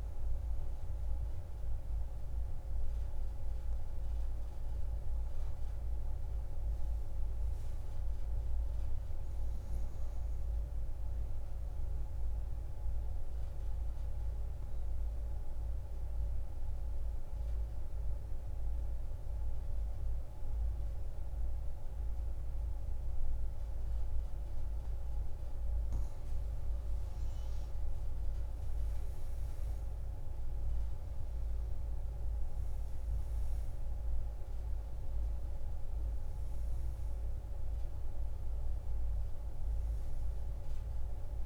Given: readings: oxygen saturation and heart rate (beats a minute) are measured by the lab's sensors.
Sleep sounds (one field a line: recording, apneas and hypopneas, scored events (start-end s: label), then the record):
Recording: breathing in sleep, hard to hear, by a room microphone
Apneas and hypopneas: 1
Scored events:
6.00-9.00 s: arousal
12.00-25.50 s: obstructive apnea (oxygen 96% before, 88% lowest)
27.00-30.50 s: arousal
31.00-41.46 s: oxygen desaturation (device-marked, oxygen 95% before, 88% lowest)
From the record:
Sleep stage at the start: N2 (light sleep)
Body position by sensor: on the back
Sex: female